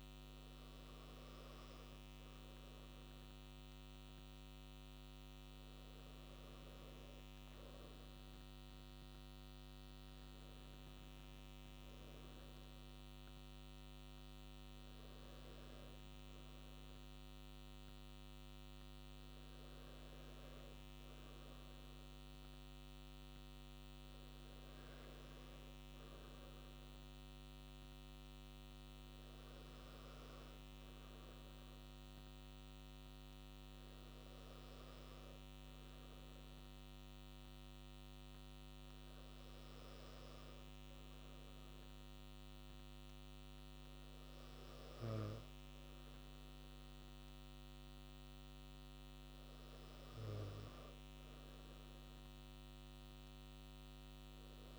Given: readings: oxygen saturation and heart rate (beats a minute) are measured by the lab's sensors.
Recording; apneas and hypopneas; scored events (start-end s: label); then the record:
breathing in sleep, hard to hear, by a microphone on the trachea; none
none scored
From the record:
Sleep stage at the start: N2 (light sleep); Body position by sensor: on the right side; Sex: male